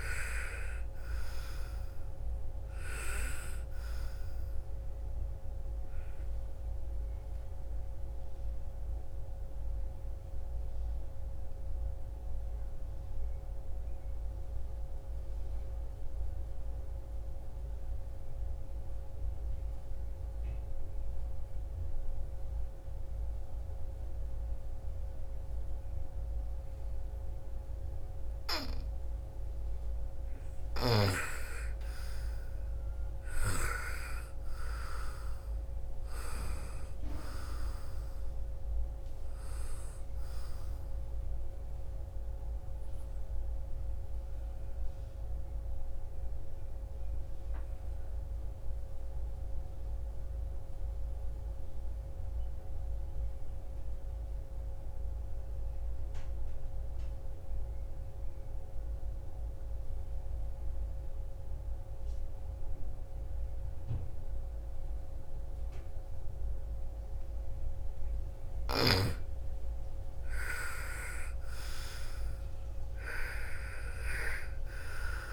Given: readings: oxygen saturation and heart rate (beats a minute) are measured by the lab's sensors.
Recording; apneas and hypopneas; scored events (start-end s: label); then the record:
breathing in sleep by a room microphone; 2
0.00-18.00 s: oxygen desaturation (device-marked, oxygen 88% lowest, heart rate 34 extreme)
5.00-27.50 s: obstructive apnea (oxygen 99% before, 85% lowest, heart rate 60 before, 34 extreme, up 9 after)
29.50-33.00 s: snoring (device-marked)
29.50-33.50 s: arousal
32.00-52.00 s: oxygen desaturation (device-marked, oxygen 98% before, 87% lowest, heart rate 48 before, 48 extreme)
41.50-66.00 s: obstructive apnea (oxygen 99% before, 81% lowest, heart rate 52 before, 48 extreme, up 12 after)
68.00-75.33 s: oxygen desaturation (device-marked, oxygen 99% before, 85% lowest, heart rate 53 before, 50 extreme)
69.00-73.50 s: arousal
From the record:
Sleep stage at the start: N2 (light sleep); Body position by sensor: on the right side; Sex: female